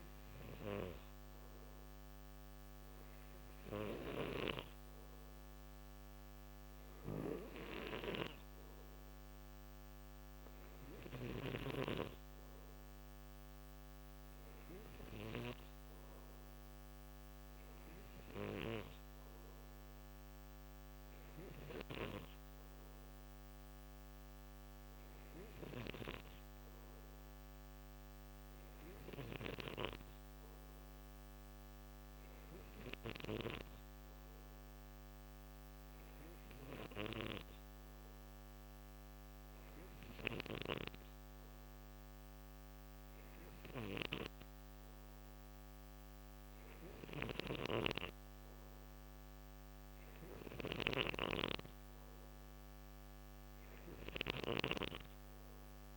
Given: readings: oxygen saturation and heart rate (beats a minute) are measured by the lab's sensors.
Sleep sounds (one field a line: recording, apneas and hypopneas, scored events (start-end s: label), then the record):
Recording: breathing in sleep by a microphone on the trachea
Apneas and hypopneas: none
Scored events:
1.50-17.50 s: oxygen desaturation (device-marked, oxygen 96% before, 92% lowest, heart rate 59 before, 55 extreme)
3.50-15.00 s: snoring (device-marked)
25.00-29.00 s: snoring (device-marked)
39.50-55.97 s: snoring (device-marked)
From the record:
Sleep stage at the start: N2 (light sleep)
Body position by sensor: on the right side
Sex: male